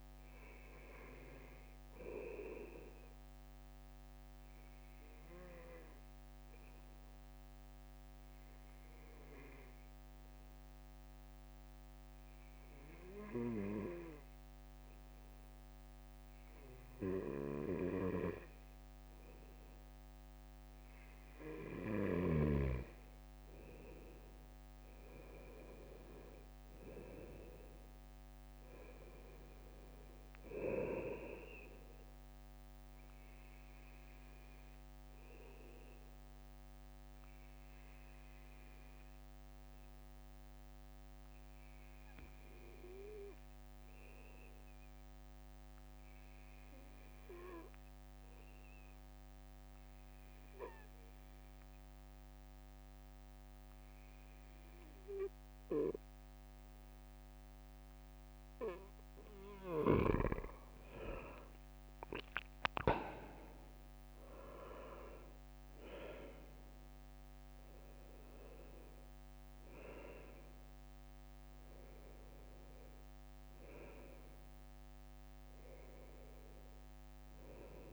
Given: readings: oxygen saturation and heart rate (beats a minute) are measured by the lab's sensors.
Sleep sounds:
breathing in sleep by a microphone on the trachea; 2
5.50-21.50 s: obstructive apnea (oxygen 98% before, 94% lowest, heart rate 62 before, 61 extreme, up 4 after)
23.50-27.50 s: arousal
34.50-59.00 s: obstructive apnea (oxygen 98% before, 94% lowest, heart rate 63 before, 61 extreme, up 8 after)
61.00-62.50 s: leg movement (device-marked)
61.00-65.50 s: arousal
From the record:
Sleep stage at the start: N2 (light sleep); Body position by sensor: on the right side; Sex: male

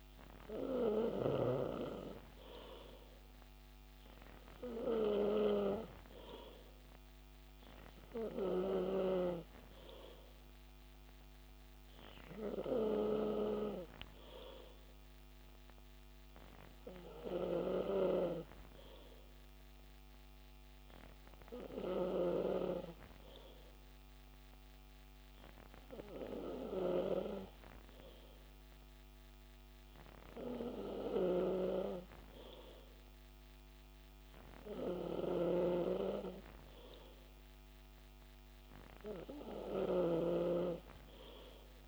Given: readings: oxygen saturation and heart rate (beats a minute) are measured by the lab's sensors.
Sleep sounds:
breathing in sleep by a microphone on the trachea; none
none scored
From the record:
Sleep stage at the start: N2 (light sleep); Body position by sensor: on the back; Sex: male

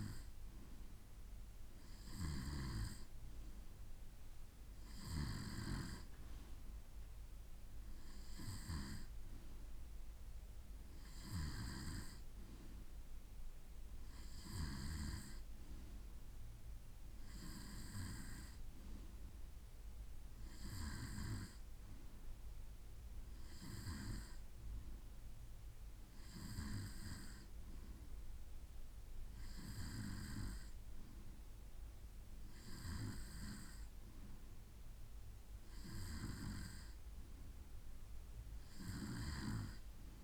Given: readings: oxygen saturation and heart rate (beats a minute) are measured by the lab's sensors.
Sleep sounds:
breathing in sleep by a room microphone; none
none scored
From the record:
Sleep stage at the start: N2 (light sleep); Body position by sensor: on the right side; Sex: male

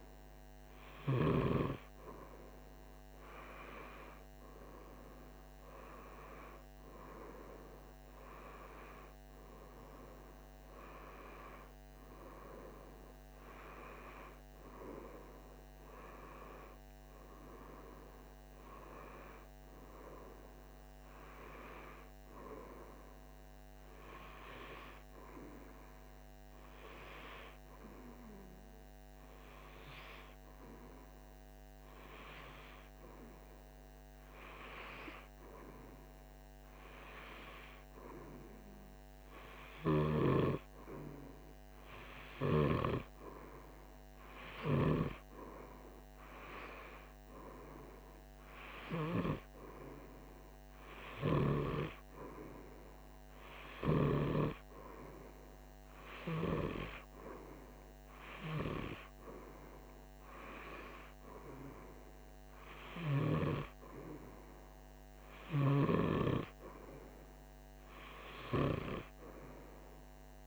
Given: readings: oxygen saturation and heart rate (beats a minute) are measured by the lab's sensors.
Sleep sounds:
breathing in sleep by a microphone on the trachea; none
none scored
From the record:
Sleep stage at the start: N2 (light sleep); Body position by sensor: on the right side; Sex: male

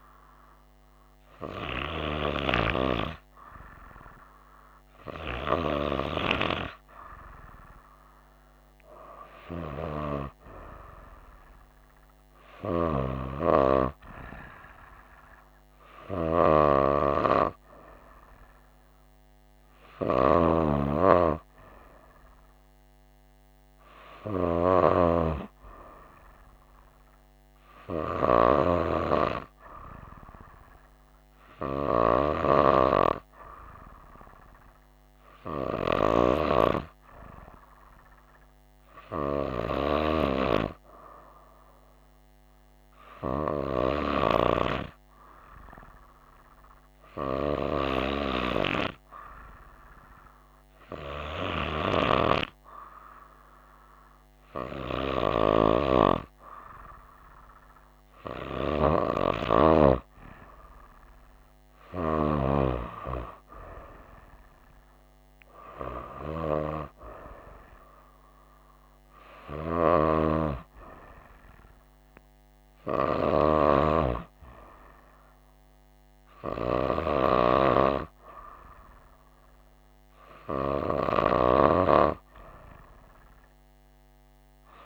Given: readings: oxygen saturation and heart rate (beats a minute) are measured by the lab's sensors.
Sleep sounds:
breathing in sleep by a microphone on the trachea; 1
40.50-56.50 s: hypopnea (oxygen 95% before, 93% lowest, heart rate 65 before, 62 extreme, up 4 after)
59.50-62.50 s: arousal
From the record:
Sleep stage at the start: N2 (light sleep); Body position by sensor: on the right side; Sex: female

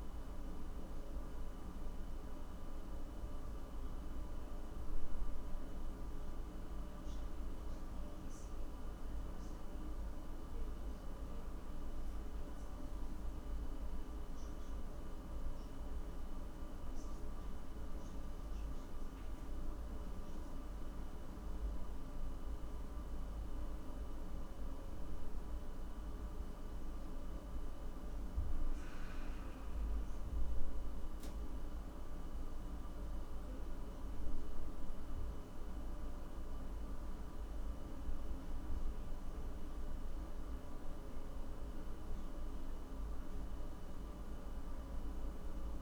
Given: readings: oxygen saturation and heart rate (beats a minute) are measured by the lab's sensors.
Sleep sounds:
a person awake in a sleep study, hard to hear, by a room microphone; none
none scored
From the record:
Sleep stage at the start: awake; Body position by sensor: on the back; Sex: male

